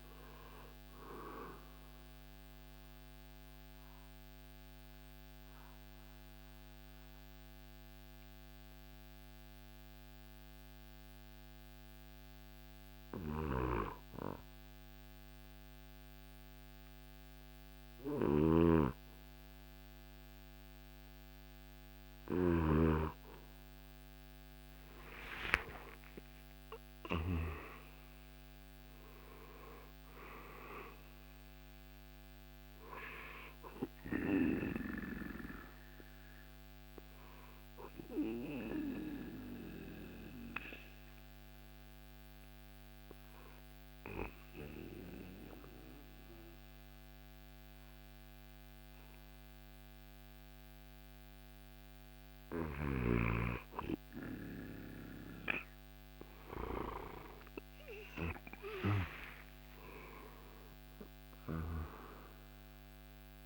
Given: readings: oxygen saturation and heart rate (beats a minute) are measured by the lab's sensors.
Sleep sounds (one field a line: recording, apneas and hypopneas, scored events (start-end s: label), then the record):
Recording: breathing in sleep by a microphone on the trachea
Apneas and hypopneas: 2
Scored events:
0.00-8.00 s: drop in pulse transit time (device-marked, heart rate 62 extreme)
0.00-19.00 s: oxygen desaturation (device-marked, oxygen 97% before, 87% lowest, heart rate 66 before, 57 extreme)
4.50-21.50 s: hypopnea (oxygen 98% before, 87% lowest, heart rate 67 before, 57 extreme, up 6 after)
22.50-27.50 s: snoring (device-marked)
23.50-28.00 s: arousal
26.00-38.00 s: drop in pulse transit time (device-marked, heart rate 64 before, 58 extreme)
28.00-51.00 s: oxygen desaturation (device-marked, oxygen 98% before, 90% lowest, heart rate 64 before, 57 extreme)
35.50-53.50 s: mixed apnea (oxygen 98% before, 89% lowest, heart rate 65 before, 57 extreme, up 7 after)
57.50-62.50 s: arousal
62.00-63.46 s: drop in pulse transit time (device-marked, heart rate 63 before, 57 extreme)
62.00-63.46 s: oxygen desaturation (device-marked, oxygen 97% before, 89% lowest, heart rate 63 before, 57 extreme)
From the record:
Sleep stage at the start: N2 (light sleep)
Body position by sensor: on the back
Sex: male